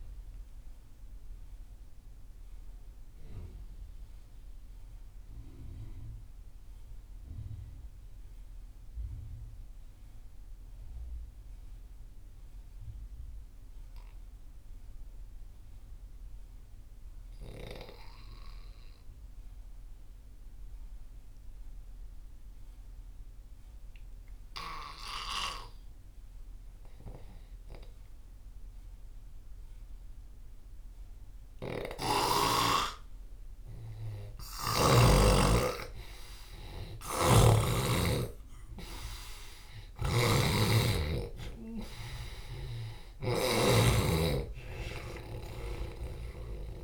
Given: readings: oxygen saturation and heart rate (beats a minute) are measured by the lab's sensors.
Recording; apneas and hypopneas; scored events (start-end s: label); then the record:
breathing in sleep by a room microphone; 1
0.00-16.50 s: oxygen desaturation (device-marked, oxygen 87% lowest)
1.00-33.50 s: obstructive apnea (oxygen 98% before, 85% lowest)
27.50-46.84 s: oxygen desaturation (device-marked, oxygen 98% before, 85% lowest)
35.50-39.50 s: arousal
36.50-46.84 s: snoring (device-marked)
From the record:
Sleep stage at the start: N2 (light sleep); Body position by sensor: on the left side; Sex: male